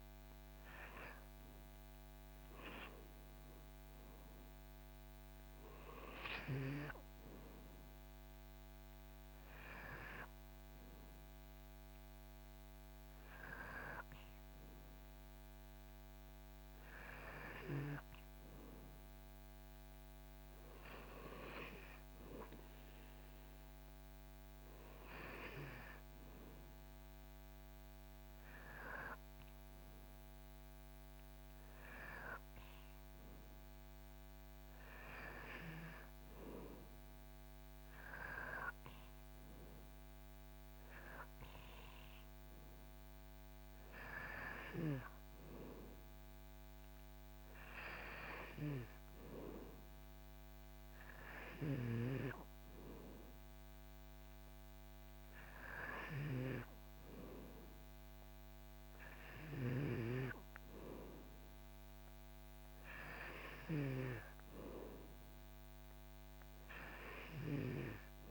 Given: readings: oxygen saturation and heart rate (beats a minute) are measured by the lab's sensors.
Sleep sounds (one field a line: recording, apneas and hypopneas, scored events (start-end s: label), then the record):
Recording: breathing in sleep by a microphone on the trachea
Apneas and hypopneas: none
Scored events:
0.00-22.00 s: oxygen desaturation (device-marked, oxygen 93% lowest, heart rate 71 extreme)
From the record:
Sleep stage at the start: N2 (light sleep)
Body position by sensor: on the back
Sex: male